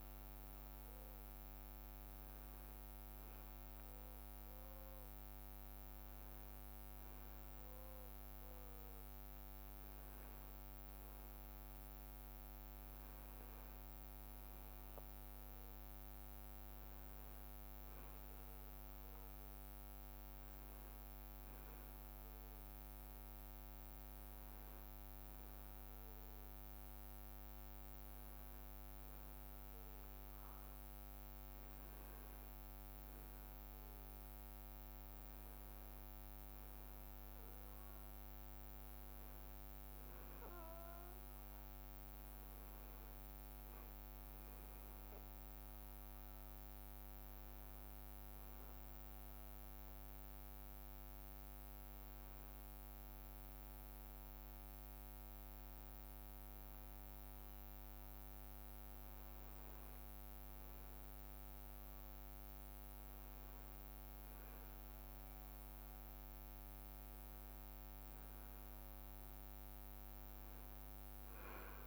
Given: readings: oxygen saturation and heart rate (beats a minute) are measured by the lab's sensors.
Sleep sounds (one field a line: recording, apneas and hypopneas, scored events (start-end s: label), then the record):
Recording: breathing in sleep, hard to hear, by a microphone on the trachea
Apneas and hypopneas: none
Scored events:
none scored
From the record:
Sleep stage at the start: N2 (light sleep)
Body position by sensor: on the back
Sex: male